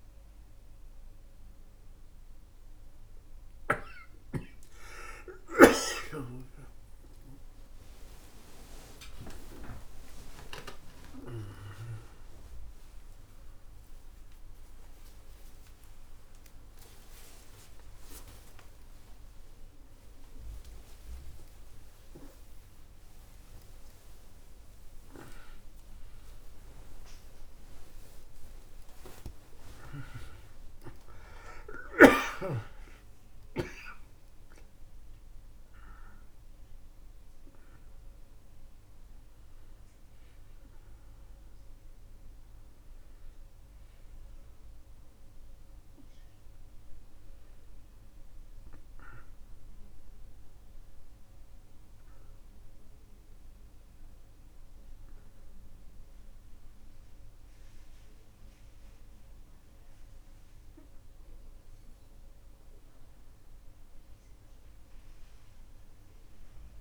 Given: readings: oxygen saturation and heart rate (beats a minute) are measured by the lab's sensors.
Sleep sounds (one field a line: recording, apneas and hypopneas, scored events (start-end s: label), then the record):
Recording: a person awake in a sleep study, by a room microphone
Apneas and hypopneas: none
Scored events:
0.00-13.00 s: oxygen desaturation (device-marked, oxygen 91% lowest, heart rate 61 extreme)
9.00-34.00 s: tachycardia (device-marked, heart rate 59 before, 209 extreme)
49.00-66.81 s: new sleep stage, N2 (light sleep)
From the record:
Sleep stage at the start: awake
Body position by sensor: on the back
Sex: male